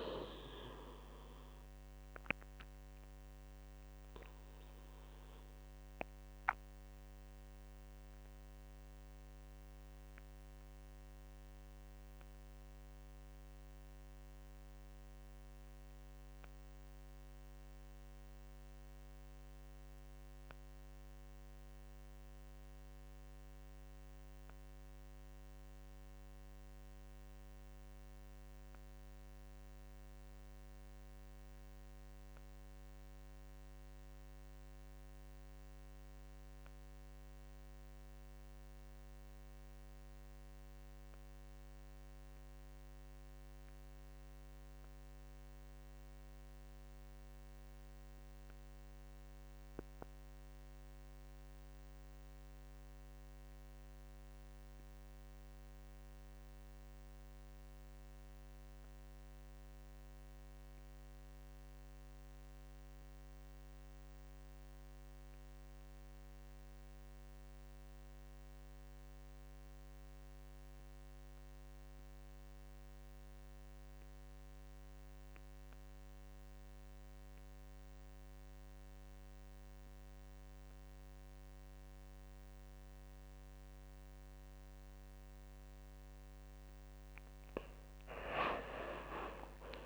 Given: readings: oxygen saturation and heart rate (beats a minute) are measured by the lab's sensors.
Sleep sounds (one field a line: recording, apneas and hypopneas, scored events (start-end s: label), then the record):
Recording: breathing in sleep, hard to hear, by a microphone on the trachea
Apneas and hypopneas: 1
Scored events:
0.00-9.00 s: oxygen desaturation (device-marked, oxygen 86% lowest)
2.00-85.50 s: obstructive apnea (oxygen 99% before, 76% lowest)
16.00-89.86 s: new sleep stage, REM sleep
32.00-73.00 s: oxygen desaturation (device-marked, oxygen 95% before, 81% lowest)
83.00-88.00 s: oxygen desaturation (device-marked, oxygen 82% before, 79% lowest)
87.50-89.86 s: arousal
From the record:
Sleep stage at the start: N2 (light sleep)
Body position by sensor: on the right side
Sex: male